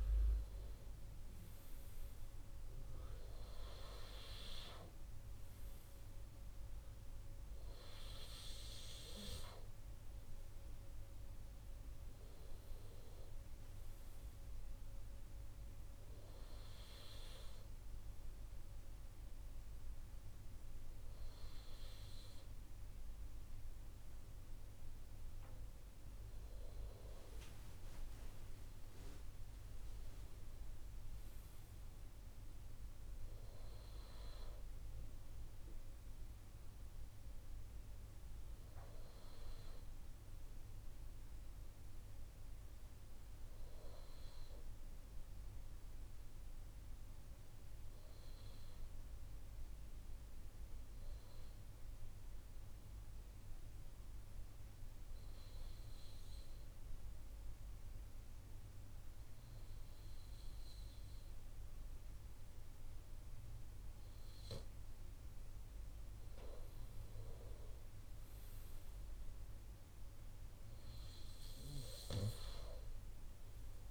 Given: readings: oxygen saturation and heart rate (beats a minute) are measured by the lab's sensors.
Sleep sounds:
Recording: breathing in sleep by a room microphone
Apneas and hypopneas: 2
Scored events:
0.00-1.00 s: arousal
16.50-26.50 s: hypopnea (oxygen 97% before, 95% lowest, heart rate 73 before, 69 extreme, up 8 after)
28.00-31.50 s: arousal
47.50-65.00 s: obstructive apnea (oxygen 98% before, 95% lowest, heart rate 73 before, 69 extreme, up 2 after)
67.00-70.00 s: arousal
From the record:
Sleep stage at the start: N2 (light sleep)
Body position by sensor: on the right side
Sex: male

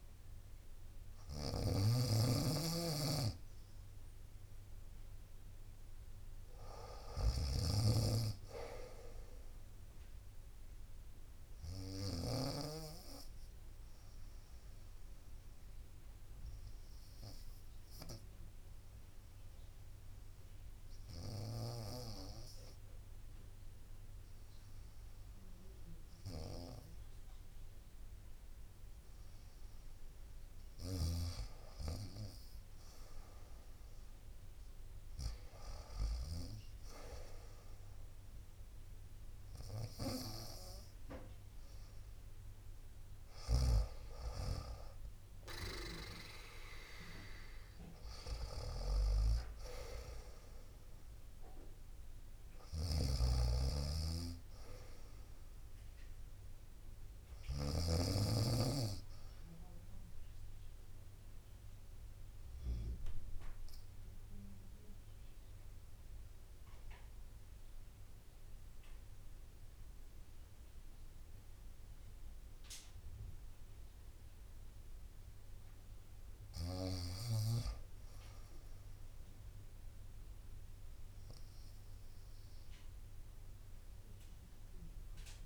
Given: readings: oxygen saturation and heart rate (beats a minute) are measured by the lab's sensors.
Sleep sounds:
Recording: breathing in sleep by a room microphone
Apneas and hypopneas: 2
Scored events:
0.00-10.50 s: oxygen desaturation (device-marked, oxygen 88% lowest, heart rate 63 extreme)
0.00-12.00 s: snoring (device-marked)
11.00-29.00 s: obstructive apnea (oxygen 93% before, 89% lowest, heart rate 67 before, 63 extreme, up 2 after)
20.50-43.50 s: snoring (device-marked)
30.50-34.50 s: arousal
38.50-56.50 s: oxygen desaturation (device-marked, oxygen 95% before, 89% lowest, heart rate 64 before, 60 extreme)
52.00-57.50 s: snoring (device-marked)
61.00-74.50 s: mixed apnea (oxygen 95% before, 91% lowest, heart rate 70 before, 58 extreme, up 0 after)
77.50-83.50 s: bradycardia (device-marked, heart rate 64 before, 58 extreme)
78.00-82.50 s: arousal
From the record:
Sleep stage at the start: REM sleep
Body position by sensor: on the right side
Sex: female

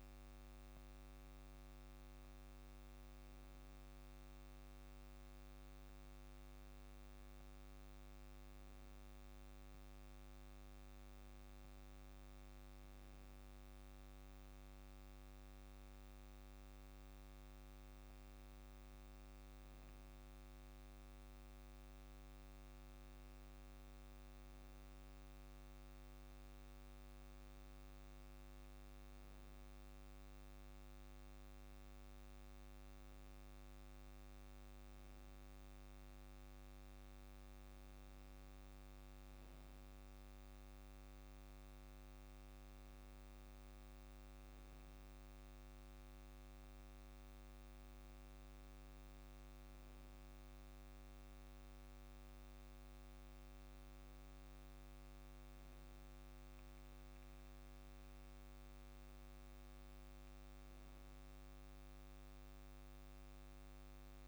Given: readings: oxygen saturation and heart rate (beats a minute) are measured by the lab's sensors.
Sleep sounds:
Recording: breathing in sleep, hard to hear, by a microphone on the trachea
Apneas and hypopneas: none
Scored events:
6.50-8.50 s: long interval between heartbeats (device-marked, heart rate 53 before, 57 extreme)
38.00-40.00 s: long interval between heartbeats (device-marked, heart rate 56 before, 56 extreme)
From the record:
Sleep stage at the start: N2 (light sleep)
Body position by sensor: on the back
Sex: male

